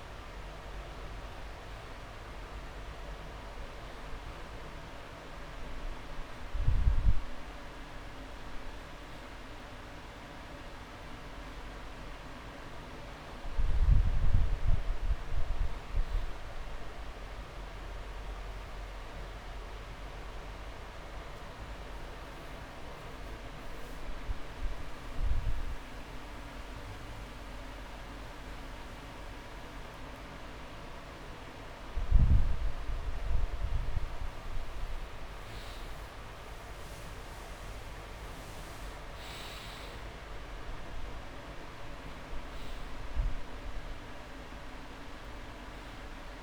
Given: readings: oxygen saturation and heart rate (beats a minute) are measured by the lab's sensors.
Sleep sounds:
breathing in sleep, hard to hear, by a room microphone; none
18.50-22.50 s: arousal
45.00-46.43 s: long interval between heartbeats (device-marked)
From the record:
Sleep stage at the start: N2 (light sleep); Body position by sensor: on the back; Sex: male

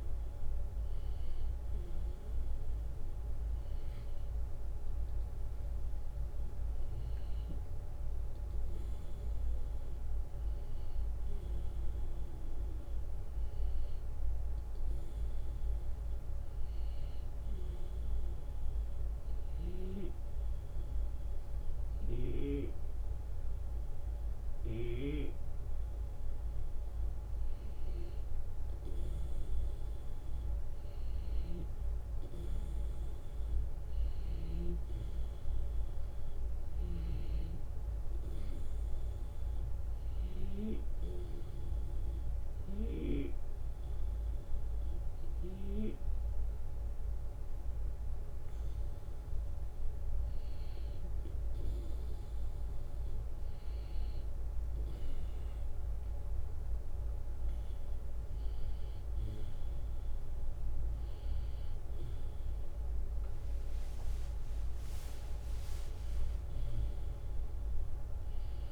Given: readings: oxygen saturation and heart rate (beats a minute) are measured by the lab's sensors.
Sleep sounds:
breathing in sleep by a room microphone; 2
2.00-4.00 s: long interval between heartbeats (device-marked)
12.00-14.00 s: long interval between heartbeats (device-marked)
17.00-27.00 s: hypopnea (oxygen 94% before, 92% lowest)
19.00-22.50 s: snoring (device-marked)
28.50-30.50 s: long interval between heartbeats (device-marked)
30.50-35.00 s: arousal
36.50-40.50 s: snoring (device-marked)
40.50-51.00 s: hypopnea (oxygen 94% before, 92% lowest)
47.50-57.50 s: drop in pulse transit time (device-marked)
52.00-54.00 s: long interval between heartbeats (device-marked)
54.50-56.50 s: long interval between heartbeats (device-marked)
59.00-61.00 s: long interval between heartbeats (device-marked)
59.50-65.00 s: arousal
From the record:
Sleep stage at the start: N1 (lightest sleep); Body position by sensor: on the back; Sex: male

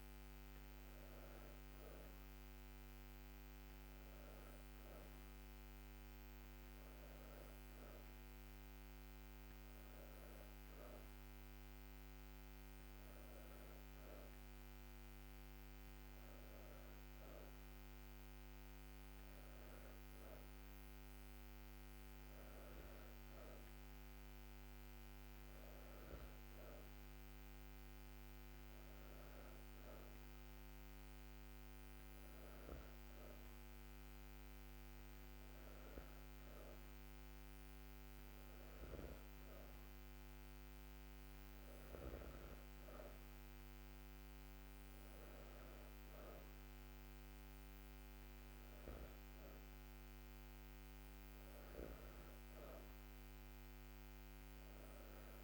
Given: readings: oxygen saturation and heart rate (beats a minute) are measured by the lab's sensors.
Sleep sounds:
breathing in sleep, hard to hear, by a microphone on the trachea; none
none scored
From the record:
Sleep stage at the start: N2 (light sleep); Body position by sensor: on the back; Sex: female

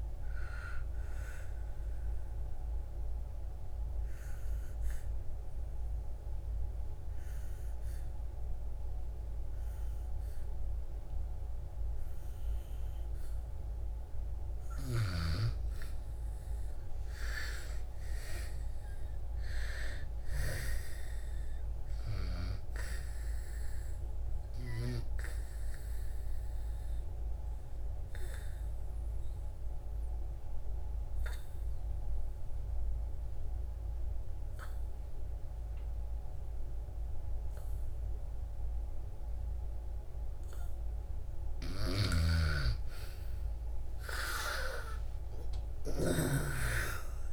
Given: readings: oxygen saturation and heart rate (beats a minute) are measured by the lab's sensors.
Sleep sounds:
breathing in sleep by a room microphone; 2
0.00-7.00 s: oxygen desaturation (device-marked, oxygen 80% lowest, heart rate 56 extreme)
1.00-12.00 s: obstructive apnea (oxygen 91% before, 80% lowest, heart rate 99 before, 63 extreme, up 2 after)
15.50-19.00 s: arousal
21.00-37.00 s: oxygen desaturation (device-marked, oxygen 99% before, 88% lowest, heart rate 67 before, 58 extreme)
25.00-41.50 s: obstructive apnea (oxygen 100% before, 78% lowest, heart rate 68 before, 55 extreme, up 46 after)
41.50-46.00 s: snoring (device-marked)
43.00-47.00 s: arousal
46.00-47.33 s: oxygen desaturation (device-marked, oxygen 97% before, 84% lowest, heart rate 68 before, 55 extreme)
From the record:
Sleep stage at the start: N2 (light sleep); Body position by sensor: on the back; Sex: female

